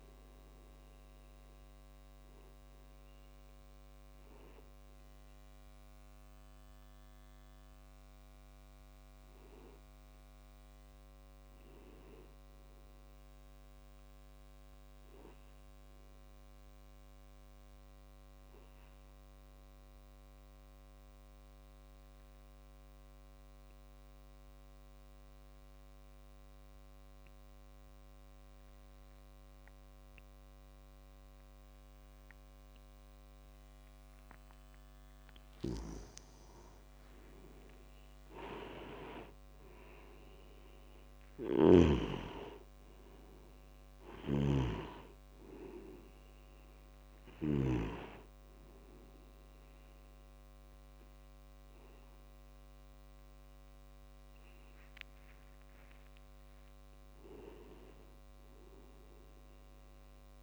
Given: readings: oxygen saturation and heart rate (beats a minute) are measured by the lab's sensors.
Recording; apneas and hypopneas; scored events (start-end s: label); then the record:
breathing in sleep by a microphone on the trachea; 1
0.00-22.00 s: oxygen desaturation (device-marked, oxygen 88% lowest)
20.50-35.50 s: obstructive apnea (oxygen 95% before, 89% lowest)
35.00-60.43 s: oxygen desaturation (device-marked, oxygen 98% before, 89% lowest)
35.50-42.00 s: snoring (device-marked)
37.00-41.00 s: arousal
44.00-48.00 s: snoring (device-marked)
From the record:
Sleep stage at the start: N2 (light sleep); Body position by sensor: on the back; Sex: male